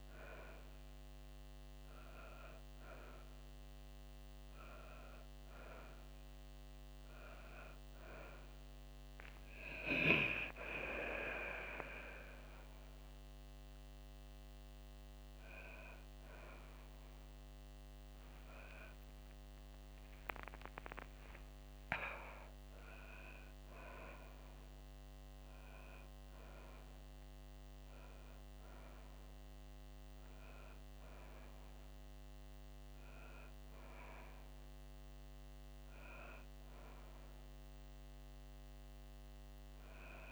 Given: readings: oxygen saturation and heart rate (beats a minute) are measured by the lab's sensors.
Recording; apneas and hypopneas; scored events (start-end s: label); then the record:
breathing in sleep by a microphone on the trachea; none
19.00-22.50 s: arousal
From the record:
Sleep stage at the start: N2 (light sleep); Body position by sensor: on the back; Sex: female